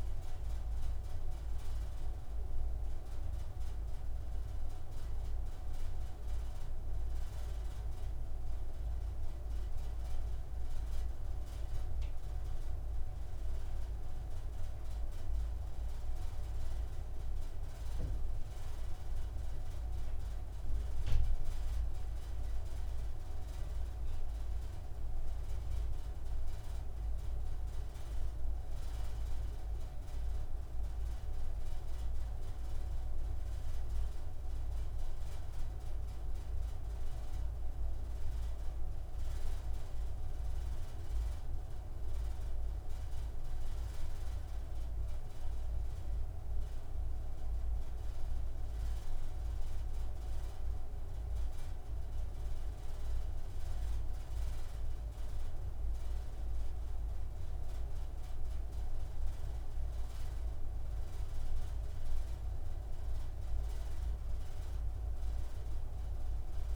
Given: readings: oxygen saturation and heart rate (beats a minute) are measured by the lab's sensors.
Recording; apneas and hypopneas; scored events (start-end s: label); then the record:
breathing in sleep, hard to hear, by a room microphone; none
none scored
From the record:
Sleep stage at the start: N2 (light sleep); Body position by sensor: on the right side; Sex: male